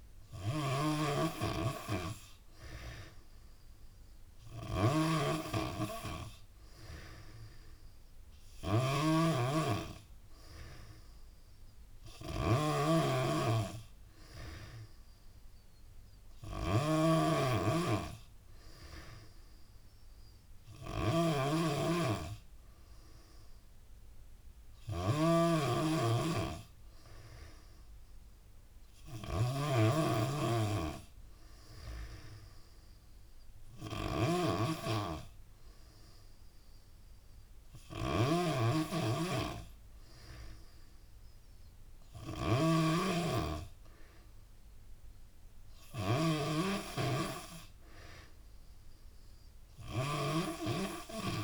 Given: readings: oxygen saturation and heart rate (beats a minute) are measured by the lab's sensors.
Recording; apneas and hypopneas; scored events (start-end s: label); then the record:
breathing in sleep by a room microphone; none
0.00-51.44 s: snoring (device-marked)
10.00-12.00 s: long interval between heartbeats (device-marked, heart rate 95 before, 95 extreme)
11.50-13.50 s: tachycardia (device-marked, heart rate 86 before, 96 extreme)
14.50-16.50 s: long interval between heartbeats (device-marked, heart rate 97 before, 103 extreme)
27.50-29.50 s: long interval between heartbeats (device-marked, heart rate 93 before, 98 extreme)
28.50-30.50 s: tachycardia (device-marked, heart rate 87 before, 98 extreme)
31.50-33.50 s: long interval between heartbeats (device-marked, heart rate 94 before, 107 extreme)
40.00-42.00 s: long interval between heartbeats (device-marked, heart rate 94 before, 94 extreme)
40.50-43.50 s: tachycardia (device-marked, heart rate 87 before, 96 extreme)
44.00-46.00 s: long interval between heartbeats (device-marked, heart rate 95 before, 103 extreme)
45.50-51.44 s: tachycardia (device-marked, heart rate 87 before, 117 extreme)
48.50-50.50 s: long interval between heartbeats (device-marked, heart rate 98 before, 106 extreme)
From the record:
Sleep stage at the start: N3 (deep sleep); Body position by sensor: on the back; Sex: female